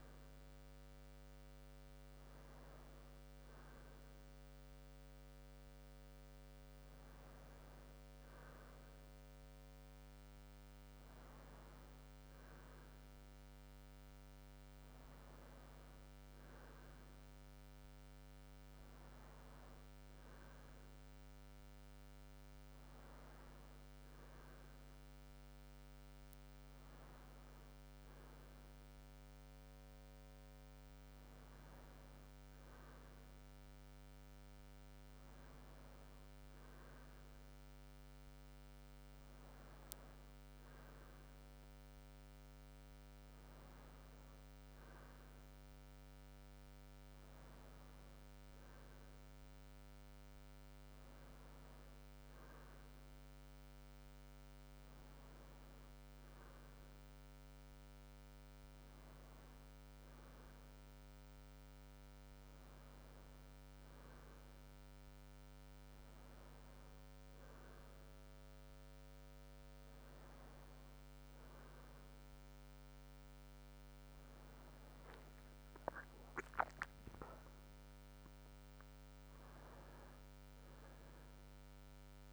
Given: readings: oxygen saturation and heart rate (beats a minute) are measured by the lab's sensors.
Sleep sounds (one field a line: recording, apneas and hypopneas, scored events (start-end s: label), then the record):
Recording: a person awake in a sleep study, hard to hear, by a microphone on the trachea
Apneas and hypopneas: none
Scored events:
none scored
From the record:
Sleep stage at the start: awake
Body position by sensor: on the right side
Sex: male